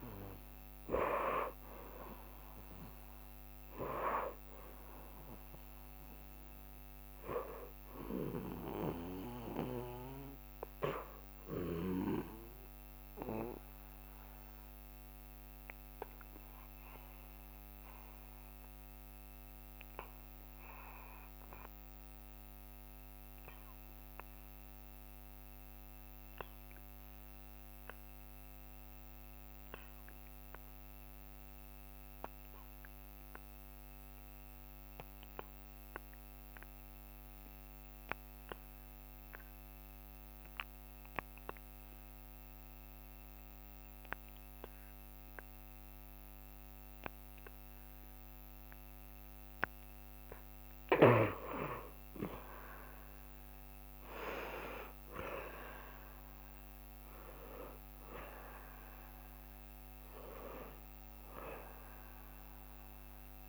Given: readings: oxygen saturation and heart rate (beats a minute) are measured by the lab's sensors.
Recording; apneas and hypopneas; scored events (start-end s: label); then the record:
breathing in sleep by a microphone on the trachea; 1
0.00-24.00 s: oxygen desaturation (device-marked, oxygen 77% lowest, heart rate 65 extreme)
14.00-50.50 s: obstructive apnea (oxygen 87% before, 74% lowest, heart rate 70 before, 65 extreme, up 2 after)
36.00-63.49 s: oxygen desaturation (device-marked, oxygen 94% before, 74% lowest, heart rate 67 before, 65 extreme)
52.50-56.50 s: arousal
From the record:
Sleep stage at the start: N2 (light sleep); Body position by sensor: on the back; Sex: male